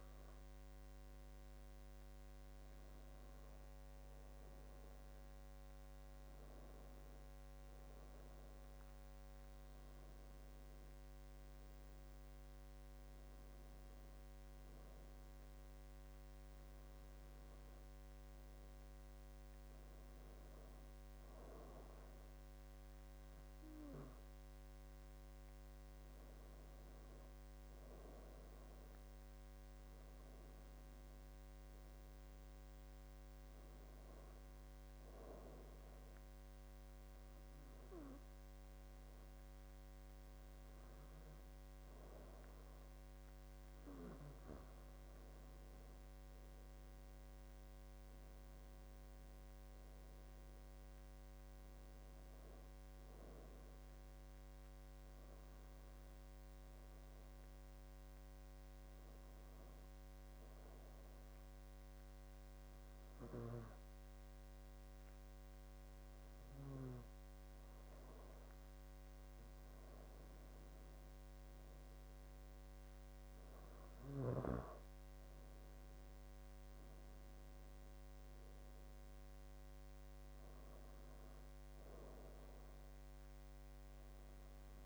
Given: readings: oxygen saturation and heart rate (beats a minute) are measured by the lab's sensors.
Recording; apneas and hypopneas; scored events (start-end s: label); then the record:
breathing in sleep, hard to hear, by a microphone on the trachea; 1
45.50-49.50 s: arousal
57.00-69.50 s: obstructive apnea (oxygen 91% before, 88% lowest, heart rate 83 before, 76 extreme, up 4 after)
71.00-73.50 s: arousal
From the record:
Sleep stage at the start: N2 (light sleep); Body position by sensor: on the back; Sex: male